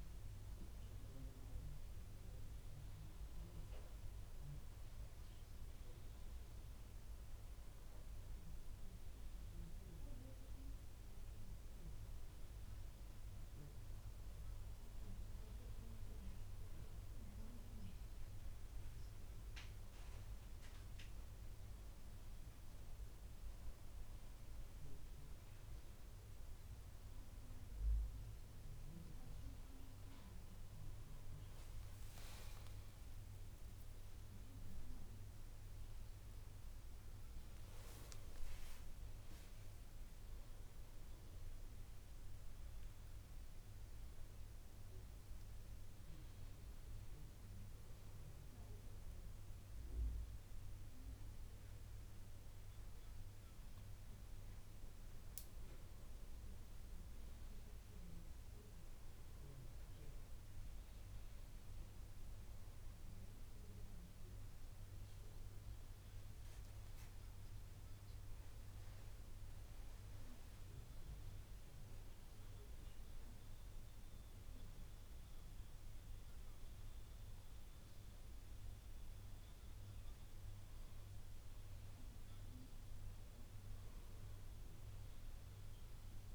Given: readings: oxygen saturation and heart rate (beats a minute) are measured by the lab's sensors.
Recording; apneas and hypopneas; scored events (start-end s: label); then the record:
breathing in sleep, hard to hear, by a room microphone; none
33.00-37.50 s: arousal
From the record:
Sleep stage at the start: N2 (light sleep); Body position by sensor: on the back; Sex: male